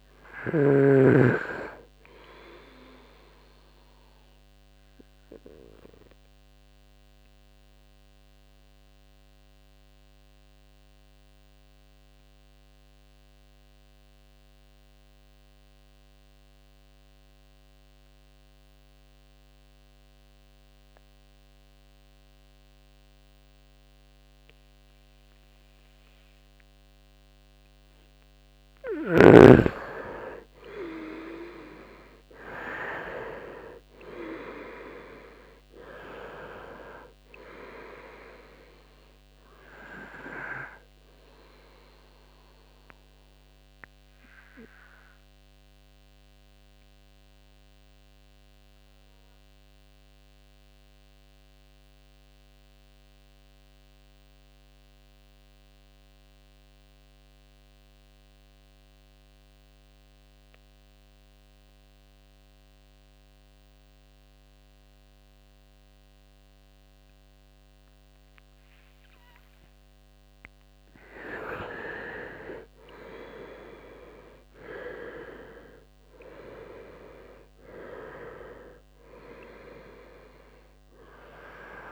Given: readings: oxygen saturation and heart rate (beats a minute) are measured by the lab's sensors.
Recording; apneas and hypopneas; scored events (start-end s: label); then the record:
breathing in sleep by a microphone on the trachea; 2
0.00-20.00 s: oxygen desaturation (device-marked, oxygen 88% lowest, heart rate 64 extreme)
4.50-26.50 s: obstructive apnea (oxygen 98% before, 88% lowest, heart rate 70 before, 64 extreme, up 16 after)
29.00-33.00 s: arousal
32.00-59.00 s: oxygen desaturation (device-marked, oxygen 98% before, 88% lowest, heart rate 66 before, 63 extreme)
33.00-35.00 s: long interval between heartbeats (device-marked, heart rate 67 before, 78 extreme)
42.50-70.00 s: obstructive apnea (oxygen 98% before, 85% lowest, heart rate 73 before, 61 extreme, up 5 after)
71.50-76.00 s: arousal
73.00-81.92 s: oxygen desaturation (device-marked, oxygen 98% before, 85% lowest, heart rate 67 before, 61 extreme)
From the record:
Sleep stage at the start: N2 (light sleep); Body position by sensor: on the right side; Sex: male